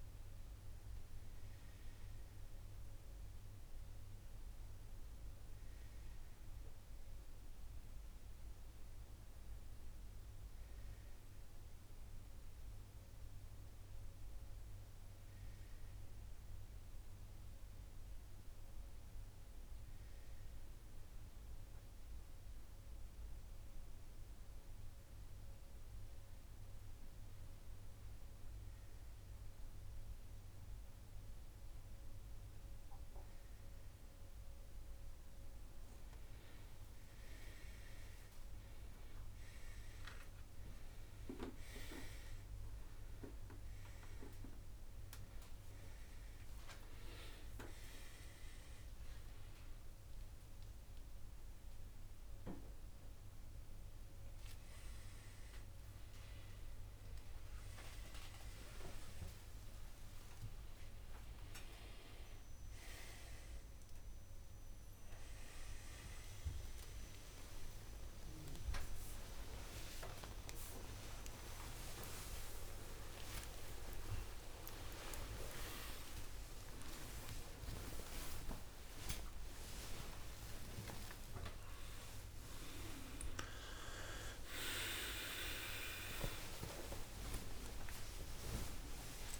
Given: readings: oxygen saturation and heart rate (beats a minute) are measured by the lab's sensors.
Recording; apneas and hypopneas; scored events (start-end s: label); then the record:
a person awake in a sleep study, by a room microphone; none
86.00-89.40 s: oxygen desaturation (device-marked, oxygen 99% before, 95% lowest, heart rate 83 before, 71 extreme)
From the record:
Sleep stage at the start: awake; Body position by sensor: upright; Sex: male